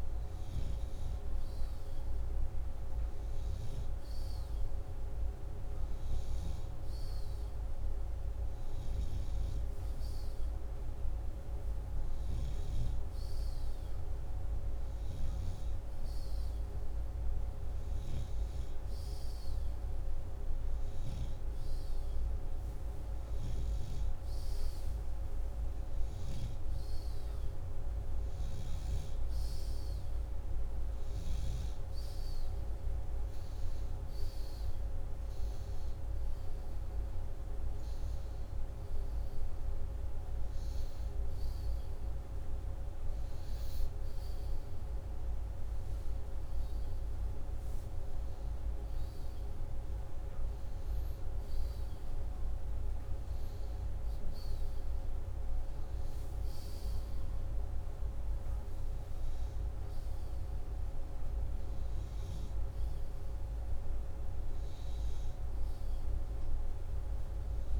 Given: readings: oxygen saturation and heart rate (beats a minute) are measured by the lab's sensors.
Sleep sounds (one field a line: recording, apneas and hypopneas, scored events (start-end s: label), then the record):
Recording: breathing in sleep, hard to hear, by a room microphone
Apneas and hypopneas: none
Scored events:
none scored
From the record:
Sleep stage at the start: N2 (light sleep)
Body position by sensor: upright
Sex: male